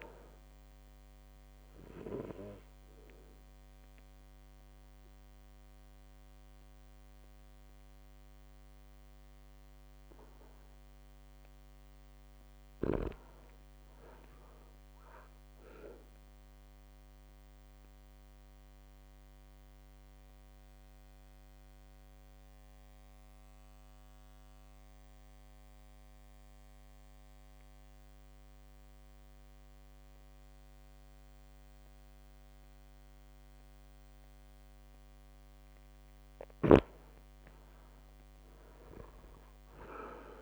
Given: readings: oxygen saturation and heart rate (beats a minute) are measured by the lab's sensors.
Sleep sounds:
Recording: breathing in sleep by a microphone on the trachea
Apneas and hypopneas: 2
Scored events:
0.00-8.00 s: drop in pulse transit time (device-marked, heart rate 57 extreme)
1.50-12.00 s: obstructive apnea (oxygen 99% before, 94% lowest, heart rate 60 before, 54 extreme, up 6 after)
5.00-23.00 s: oxygen desaturation (device-marked, oxygen 98% before, 94% lowest, heart rate 60 before, 54 extreme)
13.00-15.50 s: arousal
18.00-34.50 s: obstructive apnea (oxygen 98% before, 97% lowest, heart rate 59 before, 54 extreme, up 7 after)
37.50-40.42 s: arousal
From the record:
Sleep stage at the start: N2 (light sleep)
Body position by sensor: on the back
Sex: male

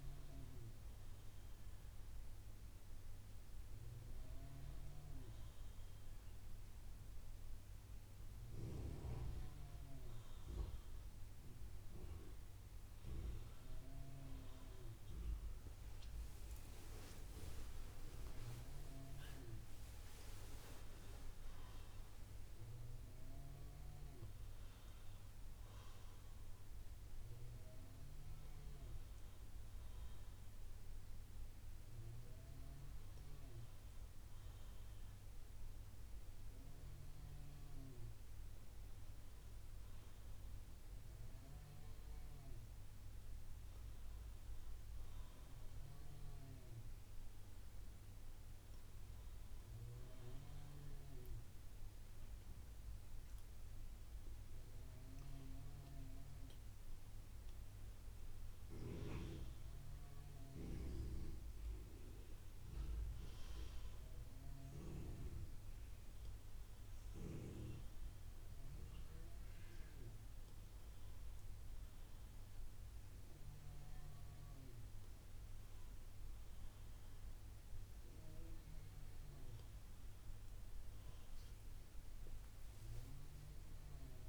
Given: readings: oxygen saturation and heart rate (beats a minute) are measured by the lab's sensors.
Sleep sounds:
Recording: breathing in sleep by a room microphone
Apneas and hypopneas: none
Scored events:
none scored
From the record:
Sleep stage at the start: N2 (light sleep)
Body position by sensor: on the right side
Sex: female

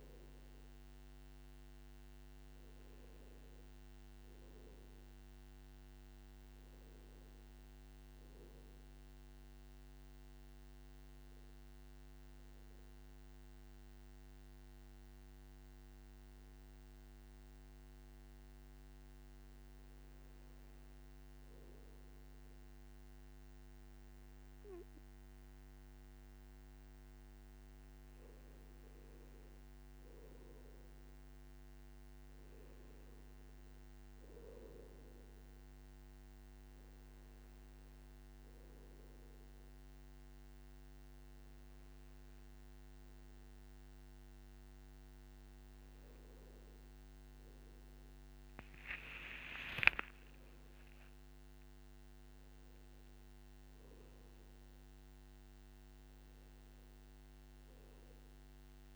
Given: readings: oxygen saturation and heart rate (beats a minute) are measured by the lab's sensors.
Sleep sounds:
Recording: breathing in sleep, hard to hear, by a microphone on the trachea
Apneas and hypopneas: 2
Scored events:
0.00-12.50 s: oxygen desaturation (device-marked, oxygen 89% lowest, heart rate 51 extreme)
11.00-25.50 s: obstructive apnea (oxygen 98% before, 92% lowest, heart rate 62 before, 51 extreme, up 11 after)
27.50-52.50 s: oxygen desaturation (device-marked, oxygen 99% before, 95% lowest, heart rate 57 before, 53 extreme)
28.00-31.50 s: arousal
37.00-48.00 s: obstructive apnea (oxygen 99% before, 94% lowest, heart rate 58 before, 53 extreme, up 14 after)
49.50-53.00 s: arousal
54.50-58.96 s: oxygen desaturation (device-marked, oxygen 97% before, 94% lowest, heart rate 60 before, 53 extreme)
From the record:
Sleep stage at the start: N2 (light sleep)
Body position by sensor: on the back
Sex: male

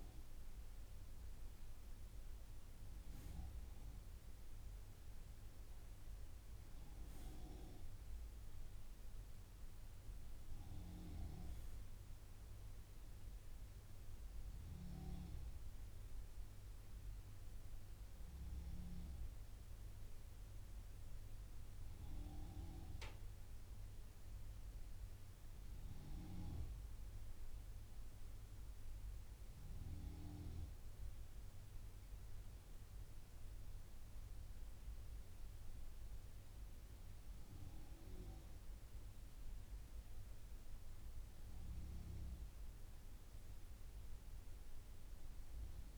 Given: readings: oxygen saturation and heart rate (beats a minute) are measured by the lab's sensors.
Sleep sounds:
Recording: breathing in sleep by a room microphone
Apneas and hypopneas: 1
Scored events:
10.50-14.00 s: arousal
17.50-28.00 s: hypopnea (oxygen 96% before, 93% lowest)
31.00-35.00 s: arousal
38.50-45.98 s: oxygen desaturation (device-marked, oxygen 96% before, 93% lowest)
From the record:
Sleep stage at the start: N2 (light sleep)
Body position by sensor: on the right side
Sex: male

